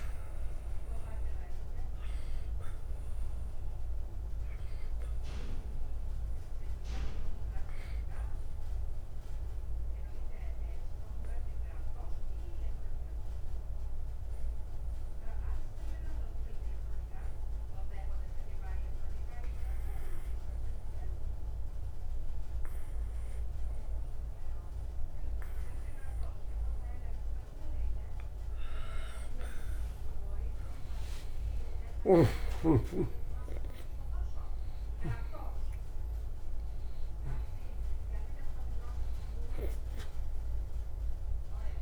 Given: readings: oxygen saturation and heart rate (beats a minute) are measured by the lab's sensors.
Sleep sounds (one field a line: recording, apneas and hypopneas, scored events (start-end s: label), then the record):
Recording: breathing in sleep by a room microphone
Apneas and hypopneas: 1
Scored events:
0.00-22.00 s: oxygen desaturation (device-marked, oxygen 89% lowest, heart rate 56 extreme)
2.00-26.00 s: obstructive apnea (oxygen 97% before, 88% lowest, heart rate 60 before, 56 extreme, up 12 after)
30.00-34.50 s: arousal
From the record:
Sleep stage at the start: N2 (light sleep)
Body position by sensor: on the right side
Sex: male